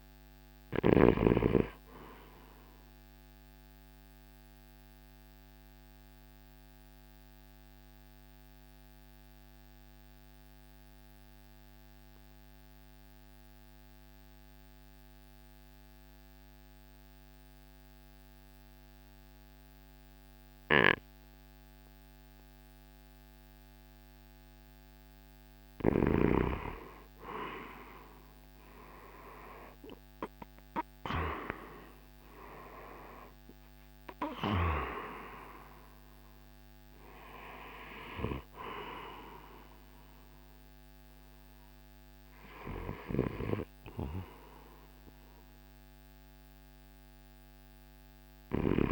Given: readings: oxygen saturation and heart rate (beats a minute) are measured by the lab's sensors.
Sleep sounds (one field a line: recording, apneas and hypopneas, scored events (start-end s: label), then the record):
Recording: breathing in sleep by a microphone on the trachea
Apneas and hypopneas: 1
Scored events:
0.00-1.00 s: snoring (device-marked)
2.00-24.00 s: obstructive apnea (oxygen 96% before, 86% lowest, heart rate 58 before, 53 extreme, up 15 after)
10.50-31.50 s: oxygen desaturation (device-marked, oxygen 96% before, 90% lowest, heart rate 58 before, 53 extreme)
29.50-35.00 s: arousal
31.50-44.50 s: drop in pulse transit time (device-marked, heart rate 55 before, 59 extreme)
46.50-48.92 s: oxygen desaturation (device-marked, oxygen 96% before, 86% lowest, heart rate 65 before, 52 extreme)
From the record:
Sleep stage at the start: REM sleep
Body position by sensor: on the right side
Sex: male